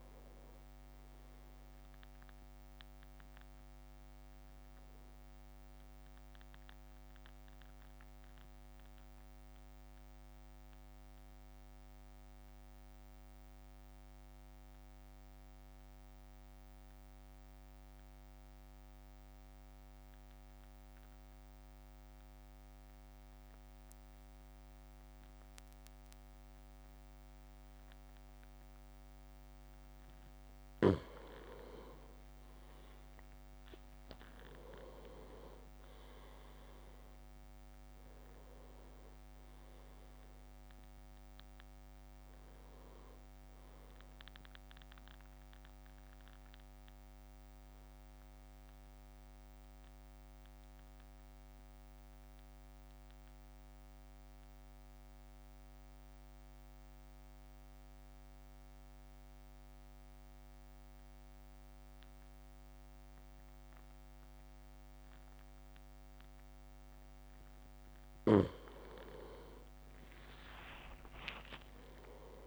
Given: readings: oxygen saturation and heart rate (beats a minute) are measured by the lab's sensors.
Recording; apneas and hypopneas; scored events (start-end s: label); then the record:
breathing in sleep by a microphone on the trachea; 2
0.00-7.00 s: oxygen desaturation (device-marked, oxygen 95% lowest, heart rate 52 extreme)
0.00-8.00 s: drop in pulse transit time (device-marked, heart rate 54 extreme)
8.50-30.50 s: mixed apnea (oxygen 99% before, 94% lowest, heart rate 56 before, 51 extreme, up 5 after)
31.50-34.50 s: leg movement (device-marked)
32.50-38.00 s: arousal
35.00-47.00 s: drop in pulse transit time (device-marked, heart rate 56 before, 55 extreme)
46.50-67.50 s: mixed apnea (oxygen 100% before, 95% lowest, heart rate 58 before, 51 extreme, up 6 after)
69.00-70.50 s: leg movement (device-marked)
70.00-72.47 s: arousal
71.00-72.47 s: drop in pulse transit time (device-marked, heart rate 55 before, 54 extreme)
From the record:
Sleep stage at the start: N2 (light sleep); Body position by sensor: on the back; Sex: male